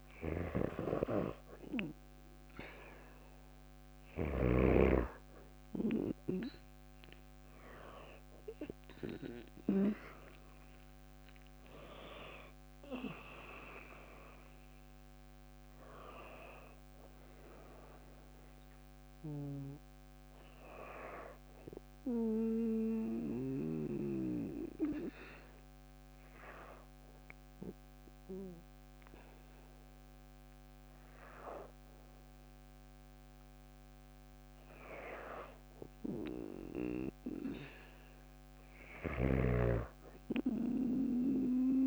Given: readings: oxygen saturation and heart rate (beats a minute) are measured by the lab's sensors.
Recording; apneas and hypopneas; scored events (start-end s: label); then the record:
breathing in sleep by a microphone on the trachea; none
9.50-15.00 s: arousal
38.00-41.87 s: snoring (device-marked)
From the record:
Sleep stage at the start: N2 (light sleep); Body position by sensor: on the back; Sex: female